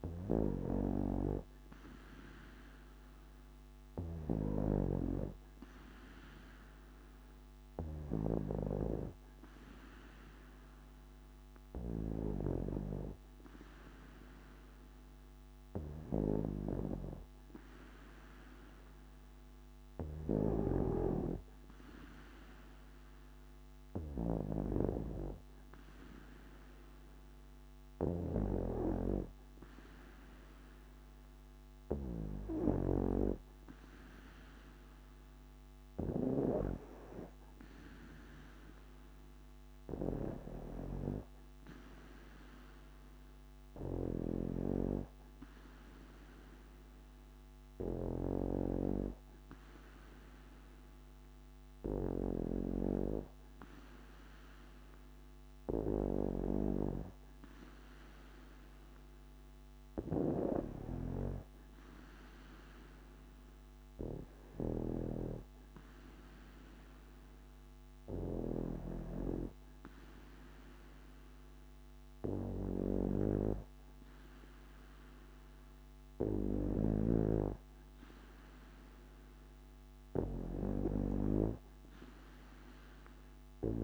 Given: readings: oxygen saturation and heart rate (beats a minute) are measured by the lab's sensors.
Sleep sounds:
breathing in sleep by a microphone on the trachea; none
none scored
From the record:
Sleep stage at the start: N2 (light sleep); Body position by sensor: on the back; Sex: female

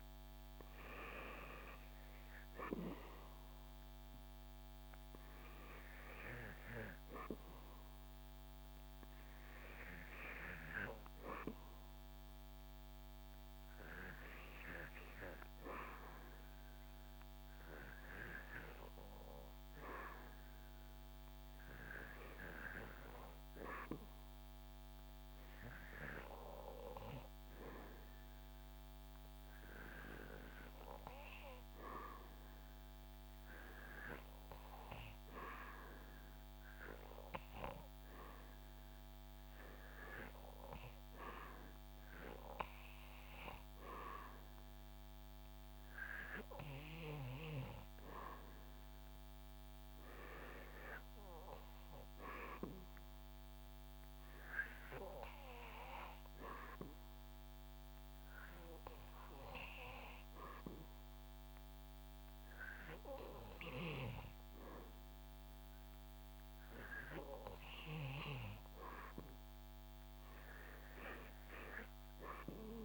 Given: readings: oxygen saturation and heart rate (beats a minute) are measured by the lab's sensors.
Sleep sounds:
breathing in sleep by a microphone on the trachea; 2
24.50-39.00 s: hypopnea (oxygen 97% before, 91% lowest, heart rate 76 before, 76 extreme, up 5 after)
41.50-45.00 s: arousal
48.50-72.85 s: oxygen desaturation (device-marked, oxygen 97% before, 92% lowest, heart rate 78 before, 76 extreme)
56.00-68.00 s: hypopnea (oxygen 97% before, 91% lowest, heart rate 79 before, 76 extreme, up 2 after)
69.50-72.85 s: arousal
From the record:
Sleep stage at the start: REM sleep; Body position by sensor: on the back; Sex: male

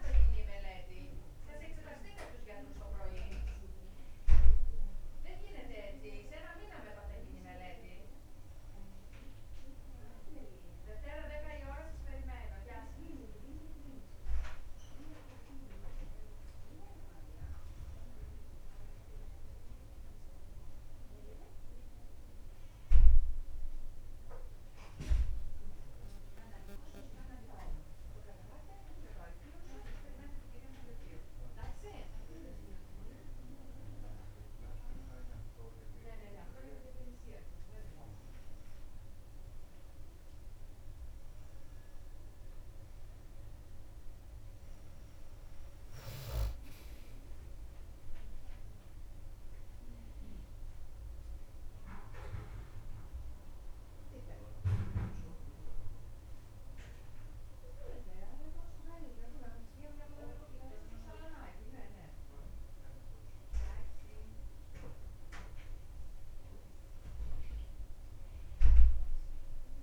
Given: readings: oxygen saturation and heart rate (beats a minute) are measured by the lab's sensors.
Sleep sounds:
breathing in sleep by a room microphone; none
none scored
From the record:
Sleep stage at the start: N2 (light sleep); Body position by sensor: on the back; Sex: female

